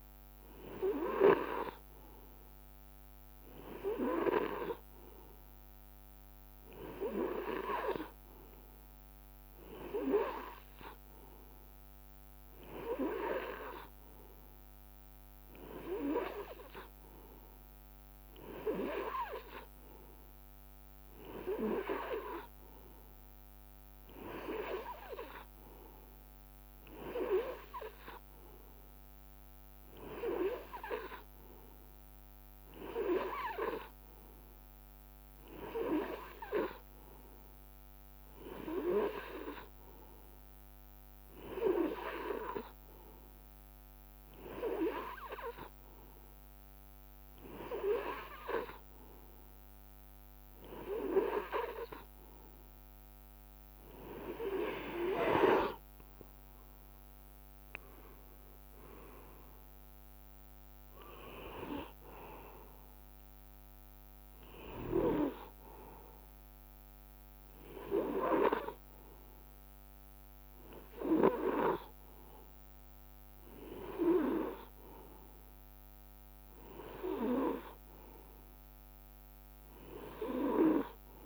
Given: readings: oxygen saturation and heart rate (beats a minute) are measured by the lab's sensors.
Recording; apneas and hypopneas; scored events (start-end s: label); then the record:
breathing in sleep by a microphone on the trachea; none
none scored
From the record:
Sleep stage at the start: N2 (light sleep); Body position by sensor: on the right side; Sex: male